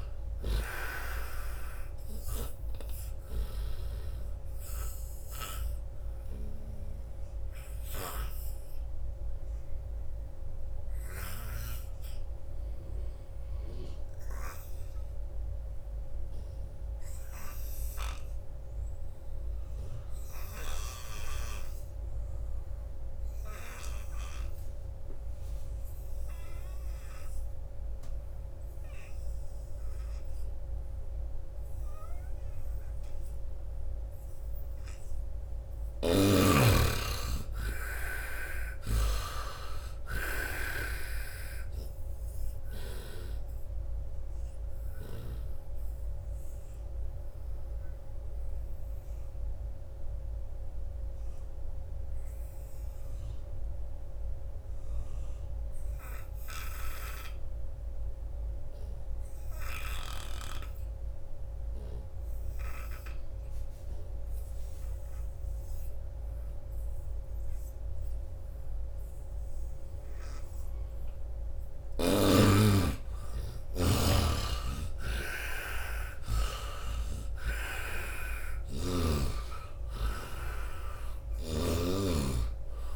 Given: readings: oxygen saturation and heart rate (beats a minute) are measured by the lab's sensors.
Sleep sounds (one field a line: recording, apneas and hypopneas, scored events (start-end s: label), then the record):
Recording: breathing in sleep by a room microphone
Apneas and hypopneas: 2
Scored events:
0.00-11.50 s: snoring (device-marked)
0.00-16.00 s: oxygen desaturation (device-marked, oxygen 69% lowest, heart rate 72 extreme)
4.50-34.00 s: obstructive apnea (oxygen 98% before, 69% lowest, heart rate 80 before, 77 extreme, up 8 after)
21.00-59.00 s: oxygen desaturation (device-marked, oxygen 98% before, 72% lowest, heart rate 89 before, 76 extreme)
35.00-39.00 s: arousal
35.50-43.00 s: snoring (device-marked)
44.00-71.50 s: obstructive apnea (oxygen 98% before, 72% lowest, heart rate 82 before, 76 extreme, up 13 after)
61.00-82.96 s: oxygen desaturation (device-marked, oxygen 98% before, 72% lowest, heart rate 87 before, 76 extreme)
72.50-77.50 s: arousal
81.50-82.96 s: snoring (device-marked)
From the record:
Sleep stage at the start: N2 (light sleep)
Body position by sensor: on the front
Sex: male